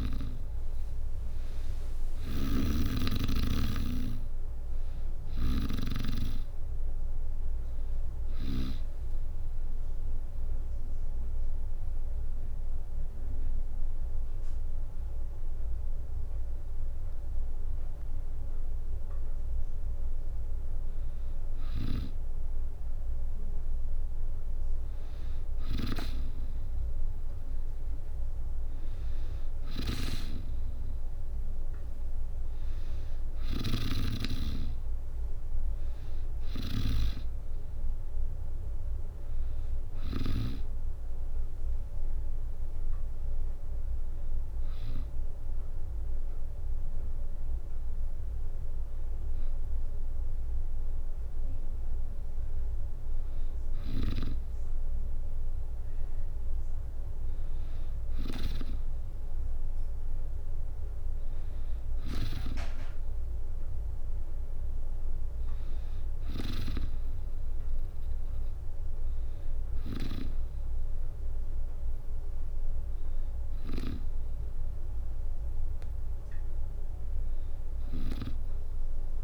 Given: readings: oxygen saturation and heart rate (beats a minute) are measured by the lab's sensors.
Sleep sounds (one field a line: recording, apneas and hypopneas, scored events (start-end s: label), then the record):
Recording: breathing in sleep by a room microphone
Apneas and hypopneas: 2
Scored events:
0.00-8.50 s: snoring (device-marked)
0.00-11.00 s: drop in pulse transit time (device-marked, heart rate 67 extreme)
1.00-4.50 s: arousal
9.50-20.50 s: hypopnea (oxygen 95% before, 93% lowest, heart rate 69 before, 62 extreme, up 2 after)
33.00-40.00 s: snoring (device-marked)
33.00-47.00 s: drop in pulse transit time (device-marked, heart rate 63 before, 65 extreme)
35.50-39.00 s: arousal
43.50-54.50 s: hypopnea (oxygen 96% before, 93% lowest, heart rate 67 before, 63 extreme, up 2 after)
55.50-58.00 s: arousal
61.00-73.00 s: oxygen desaturation (device-marked, oxygen 97% before, 93% lowest, heart rate 65 before, 63 extreme)
From the record:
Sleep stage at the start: N2 (light sleep)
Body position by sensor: on the back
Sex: female